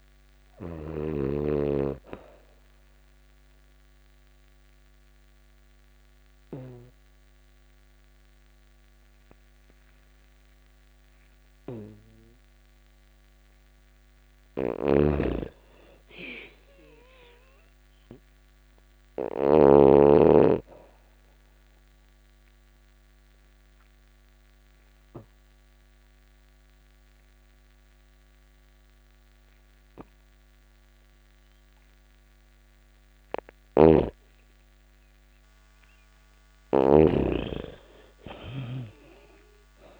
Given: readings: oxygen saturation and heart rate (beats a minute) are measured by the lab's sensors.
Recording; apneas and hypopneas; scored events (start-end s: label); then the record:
breathing in sleep by a microphone on the trachea; 2
0.00-6.00 s: snoring (device-marked)
0.00-13.00 s: oxygen desaturation (device-marked, oxygen 85% lowest)
1.50-13.00 s: obstructive apnea (oxygen 99% before, 85% lowest)
13.50-19.00 s: snoring (device-marked)
14.50-17.50 s: arousal
21.50-32.50 s: obstructive apnea (oxygen 98% before, 85% lowest)
23.00-32.00 s: oxygen desaturation (device-marked, oxygen 98% before, 91% lowest)
32.50-40.00 s: snoring (device-marked)
35.50-39.00 s: arousal
From the record:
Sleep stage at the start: N2 (light sleep); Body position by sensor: on the back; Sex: female